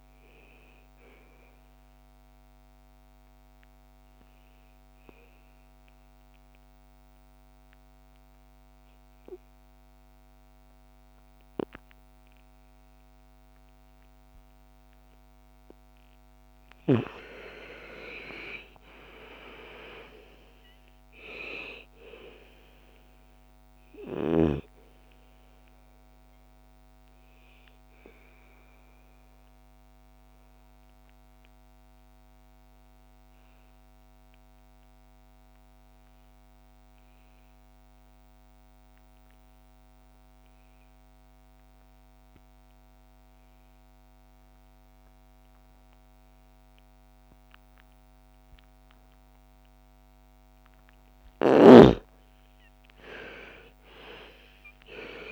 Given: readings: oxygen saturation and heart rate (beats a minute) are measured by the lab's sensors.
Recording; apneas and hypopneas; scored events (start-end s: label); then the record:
breathing in sleep by a microphone on the trachea; 2
1.00-15.50 s: obstructive apnea (oxygen 99% before, 82% lowest, heart rate 63 before, 57 extreme, up 10 after)
16.00-42.00 s: oxygen desaturation (device-marked, oxygen 98% before, 87% lowest, heart rate 60 before, 57 extreme)
16.50-20.00 s: arousal
25.00-49.00 s: obstructive apnea (oxygen 98% before, 80% lowest, heart rate 60 before, 57 extreme, up 12 after)
51.00-55.32 s: snoring (device-marked)
52.00-55.32 s: arousal
52.00-55.32 s: oxygen desaturation (device-marked, oxygen 99% before, 82% lowest, heart rate 58 before, 54 extreme)
From the record:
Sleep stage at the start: N2 (light sleep); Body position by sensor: on the back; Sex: female